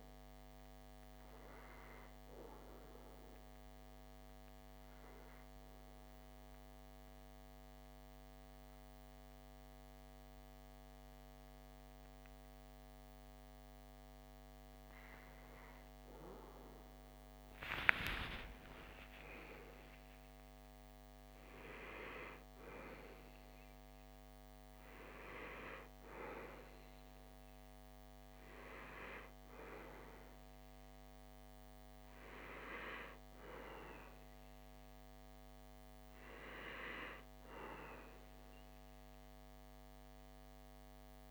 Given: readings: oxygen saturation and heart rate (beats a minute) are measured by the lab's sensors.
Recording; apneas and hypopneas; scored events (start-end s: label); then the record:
breathing in sleep by a microphone on the trachea; 1
4.00-14.00 s: obstructive apnea (oxygen 97% before, 95% lowest, heart rate 64 before, 62 extreme, up 2 after)
16.50-20.50 s: arousal
From the record:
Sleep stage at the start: REM sleep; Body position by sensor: on the back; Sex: male